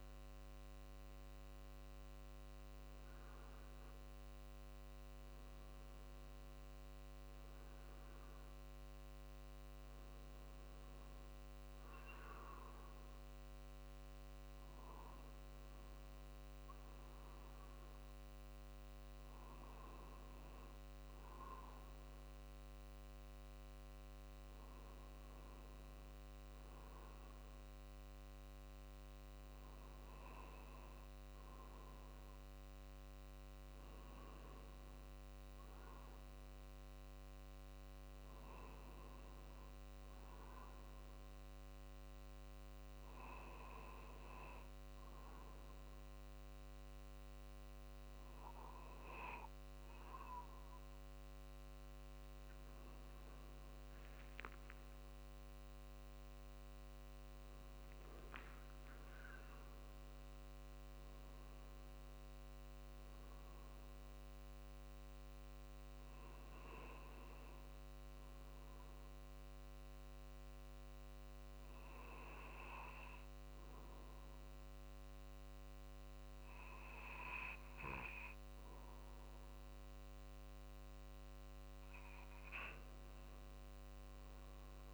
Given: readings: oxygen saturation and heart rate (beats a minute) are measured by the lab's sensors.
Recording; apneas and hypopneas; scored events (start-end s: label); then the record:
breathing in sleep by a microphone on the trachea; none
0.00-13.00 s: drop in pulse transit time (device-marked, heart rate 51 extreme)
17.00-47.00 s: new sleep stage, N1 (lightest sleep)
47.00-84.94 s: new sleep stage, N2 (light sleep)
52.50-57.50 s: arousal
83.00-84.94 s: arousal
From the record:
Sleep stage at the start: N2 (light sleep); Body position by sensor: on the right side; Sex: male